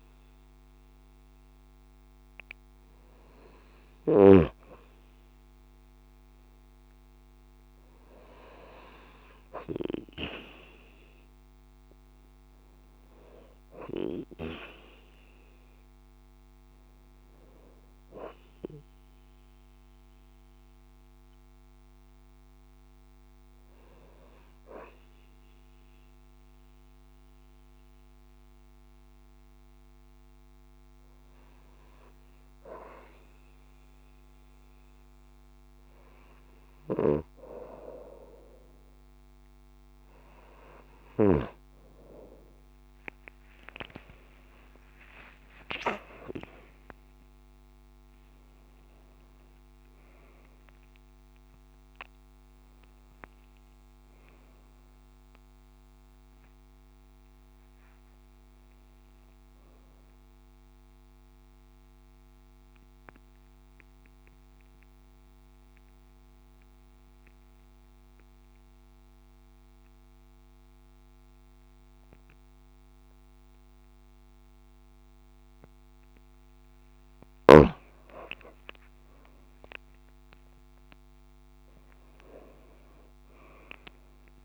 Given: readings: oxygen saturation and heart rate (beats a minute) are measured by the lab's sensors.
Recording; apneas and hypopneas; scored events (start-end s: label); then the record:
breathing in sleep by a microphone on the trachea; 2
9.50-14.00 s: arousal
21.50-37.00 s: hypopnea (oxygen 94% before, 93% lowest)
41.00-45.00 s: arousal
43.50-45.50 s: long interval between heartbeats (device-marked)
46.00-48.00 s: long interval between heartbeats (device-marked)
62.00-76.00 s: central apnea (oxygen 95% before, 93% lowest)
78.50-82.50 s: arousal
From the record:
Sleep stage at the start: N2 (light sleep); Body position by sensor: on the front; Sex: female